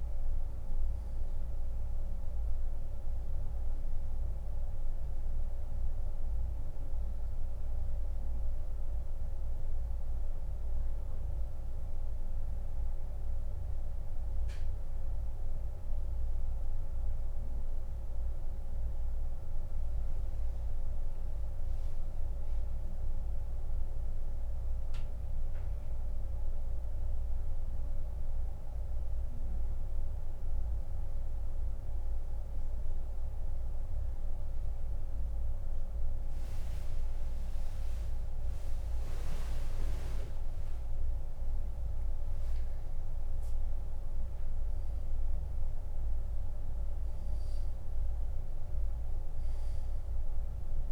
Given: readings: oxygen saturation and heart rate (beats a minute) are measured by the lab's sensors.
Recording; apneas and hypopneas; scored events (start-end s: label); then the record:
breathing in sleep, hard to hear, by a room microphone; 1
3.50-36.50 s: oxygen desaturation (device-marked, oxygen 96% before, 84% lowest, heart rate 86 before, 68 extreme)
11.00-37.50 s: central apnea (oxygen 97% before, 84% lowest, heart rate 87 before, 68 extreme, up 45 after)
39.00-43.50 s: arousal
From the record:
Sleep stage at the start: N2 (light sleep); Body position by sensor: on the back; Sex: male